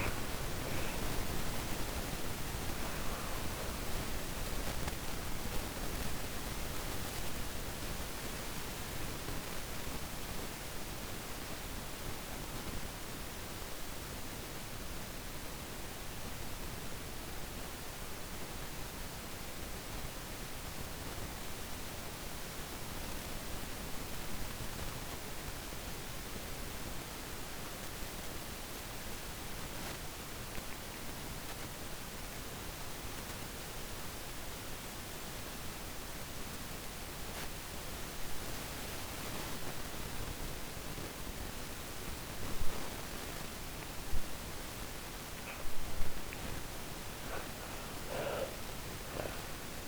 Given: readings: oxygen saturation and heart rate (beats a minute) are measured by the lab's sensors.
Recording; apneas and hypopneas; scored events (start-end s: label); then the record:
breathing in sleep, hard to hear, by a microphone on the trachea; 1
0.00-21.50 s: oxygen desaturation (device-marked, oxygen 72% lowest)
2.50-41.50 s: obstructive apnea (oxygen 97% before, 72% lowest)
35.50-49.88 s: oxygen desaturation (device-marked, oxygen 99% before, 74% lowest, heart rate 86 before, 43 extreme)
45.00-49.88 s: arousal
From the record:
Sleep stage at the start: N2 (light sleep); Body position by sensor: on the back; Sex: female